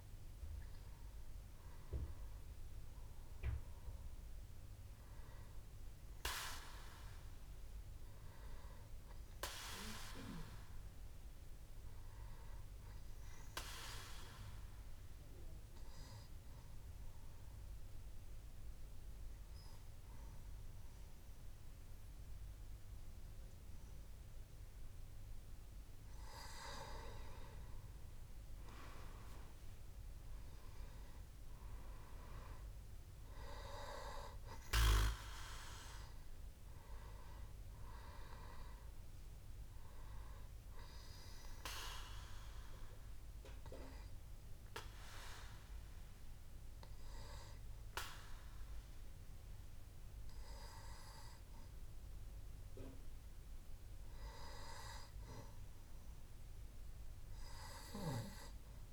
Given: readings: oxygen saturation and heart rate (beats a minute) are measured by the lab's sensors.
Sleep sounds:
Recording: breathing in sleep by a room microphone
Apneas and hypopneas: 2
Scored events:
0.00-14.50 s: oxygen desaturation (device-marked, oxygen 93% lowest, heart rate 61 extreme)
9.00-12.00 s: arousal
14.00-26.00 s: obstructive apnea (oxygen 98% before, 94% lowest, heart rate 67 before, 61 extreme, up 9 after)
28.00-32.00 s: arousal
33.50-51.50 s: oxygen desaturation (device-marked, oxygen 98% before, 94% lowest, heart rate 64 before, 64 extreme)
43.00-54.50 s: obstructive apnea (oxygen 99% before, 94% lowest, heart rate 67 before, 64 extreme, up 0 after)
From the record:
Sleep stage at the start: N2 (light sleep)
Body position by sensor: on the back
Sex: male

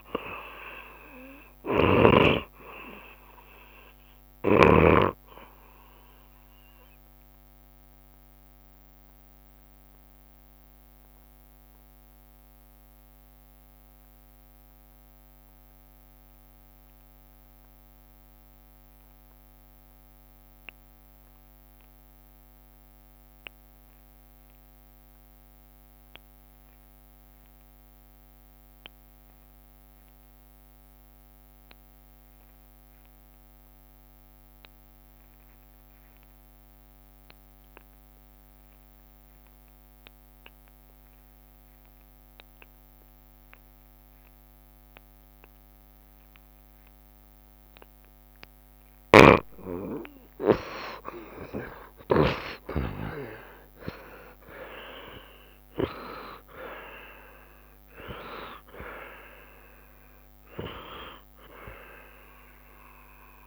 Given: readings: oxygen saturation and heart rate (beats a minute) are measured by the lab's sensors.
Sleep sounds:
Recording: breathing in sleep by a microphone on the trachea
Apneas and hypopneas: 1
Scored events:
0.00-22.00 s: oxygen desaturation (device-marked, oxygen 66% lowest, heart rate 65 extreme)
0.50-2.50 s: long interval between heartbeats (device-marked, heart rate 75 before, 106 extreme)
2.00-4.00 s: tachycardia (device-marked, heart rate 75 before, 107 extreme)
4.50-6.50 s: long interval between heartbeats (device-marked, heart rate 82 before, 97 extreme)
7.00-47.50 s: obstructive apnea (oxygen 77% before, 64% lowest, heart rate 87 before, 69 extreme, up 15 after)
24.00-63.47 s: oxygen desaturation (device-marked, oxygen 89% before, 64% lowest, heart rate 80 before, 68 extreme)
49.00-52.50 s: snoring (device-marked)
50.50-55.00 s: arousal
From the record:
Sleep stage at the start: N2 (light sleep)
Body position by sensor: on the back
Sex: male

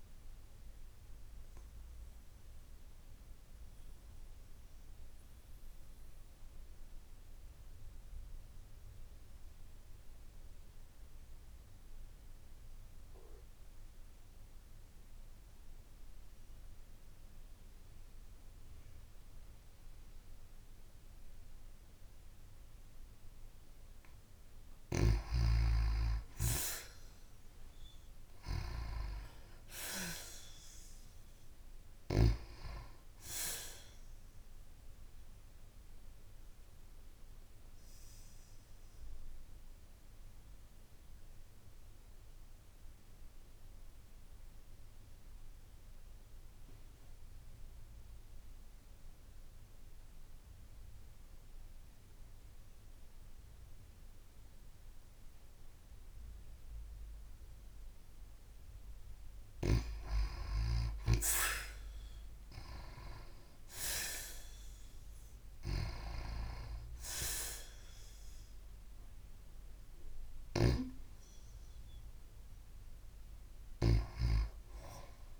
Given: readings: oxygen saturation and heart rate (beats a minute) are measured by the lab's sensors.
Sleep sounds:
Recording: breathing in sleep by a room microphone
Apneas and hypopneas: 2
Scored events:
0.00-2.50 s: oxygen desaturation (device-marked, oxygen 88% lowest)
1.00-24.00 s: obstructive apnea (oxygen 97% before, 85% lowest)
27.00-31.00 s: arousal
30.50-44.50 s: oxygen desaturation (device-marked, oxygen 96% before, 90% lowest, heart rate 32 before, 25 extreme)
35.00-57.50 s: obstructive apnea (oxygen 96% before, 85% lowest, heart rate 30 before, 25 extreme, up 3 after)
61.50-65.00 s: arousal
63.50-75.40 s: oxygen desaturation (device-marked, oxygen 96% before, 85% lowest)
From the record:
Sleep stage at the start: N2 (light sleep)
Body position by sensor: on the back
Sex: female

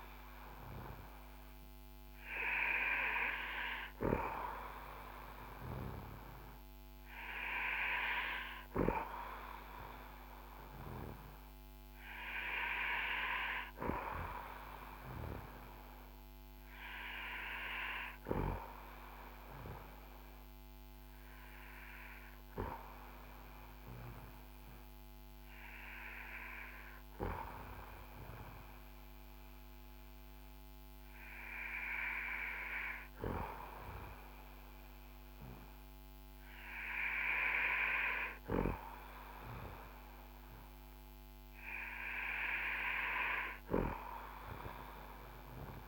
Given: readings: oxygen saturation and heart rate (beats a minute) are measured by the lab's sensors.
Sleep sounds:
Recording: breathing in sleep by a microphone on the trachea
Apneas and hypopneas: none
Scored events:
none scored
From the record:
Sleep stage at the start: N2 (light sleep)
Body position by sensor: on the back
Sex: male

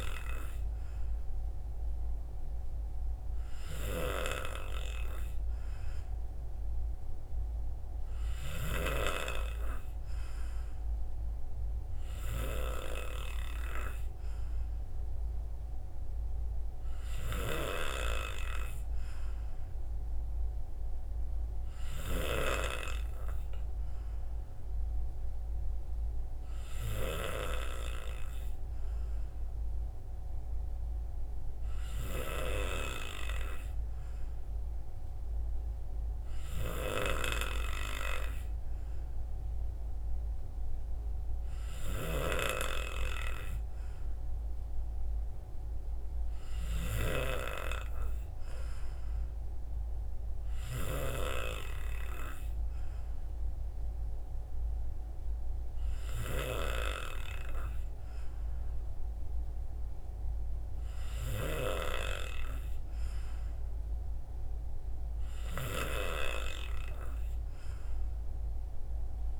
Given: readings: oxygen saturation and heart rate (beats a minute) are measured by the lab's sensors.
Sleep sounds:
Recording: breathing in sleep by a room microphone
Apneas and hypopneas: none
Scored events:
none scored
From the record:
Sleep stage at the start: N3 (deep sleep)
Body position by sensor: on the right side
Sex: male

